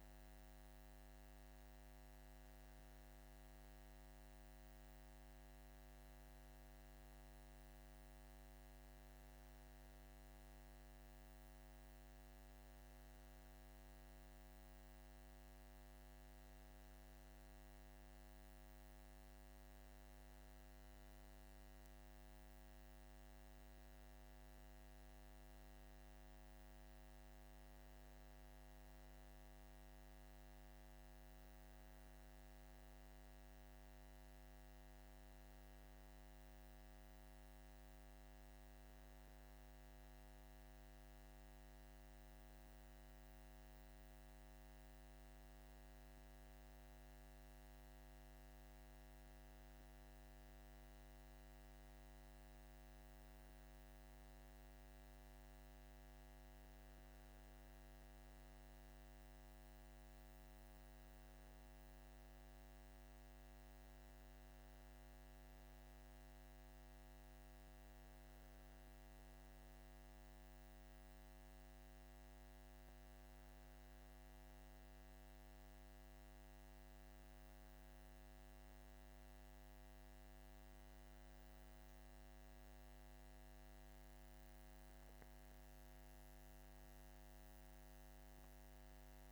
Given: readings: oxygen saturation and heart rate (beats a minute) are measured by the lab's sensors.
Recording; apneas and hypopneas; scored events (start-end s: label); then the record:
breathing in sleep, hard to hear, by a microphone on the trachea; none
none scored
From the record:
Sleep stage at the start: N2 (light sleep); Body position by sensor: on the back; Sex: male